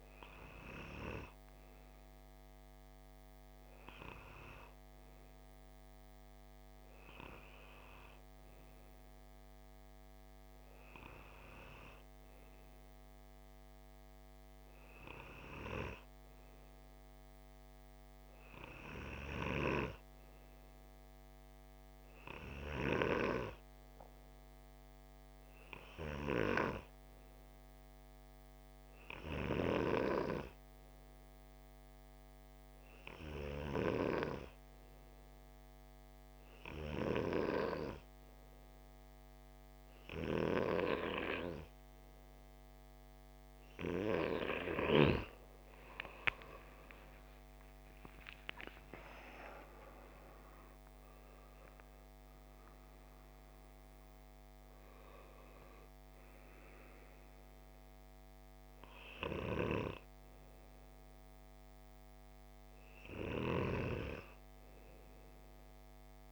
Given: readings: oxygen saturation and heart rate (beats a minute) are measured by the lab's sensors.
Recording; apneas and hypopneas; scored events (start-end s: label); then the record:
breathing in sleep by a microphone on the trachea; 1
33.00-44.50 s: hypopnea (oxygen 94% before, 90% lowest)
46.50-51.50 s: arousal
From the record:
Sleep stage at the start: N2 (light sleep); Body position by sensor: on the left side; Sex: male